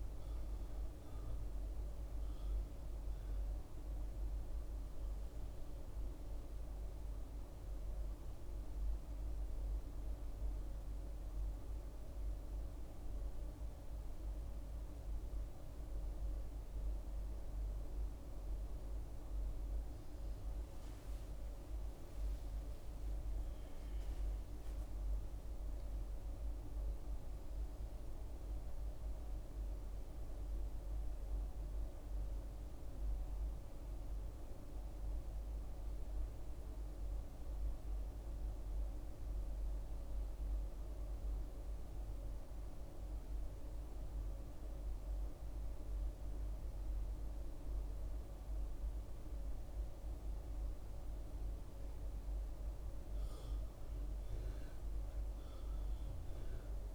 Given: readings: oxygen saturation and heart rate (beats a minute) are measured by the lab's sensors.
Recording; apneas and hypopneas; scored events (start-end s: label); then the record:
a person awake in a sleep study, hard to hear, by a room microphone; none
34.00-56.95 s: new sleep stage, N1 (lightest sleep)
From the record:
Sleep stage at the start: awake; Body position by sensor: on the back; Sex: female